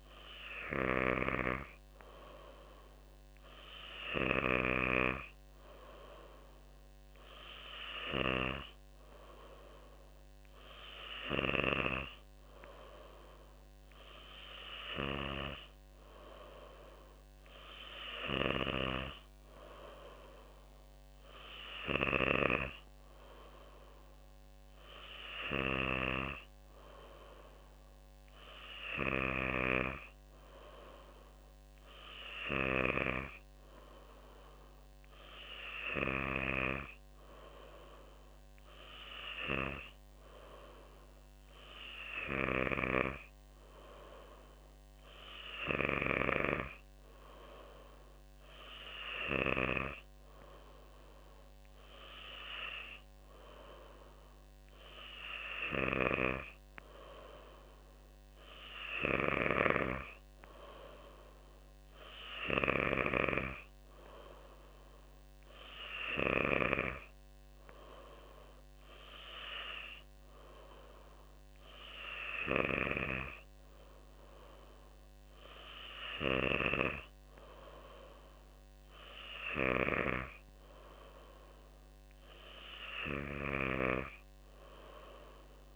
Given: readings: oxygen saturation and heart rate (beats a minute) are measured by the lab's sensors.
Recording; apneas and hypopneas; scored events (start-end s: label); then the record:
breathing in sleep by a microphone on the trachea; none
none scored
From the record:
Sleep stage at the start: N3 (deep sleep); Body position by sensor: on the back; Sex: female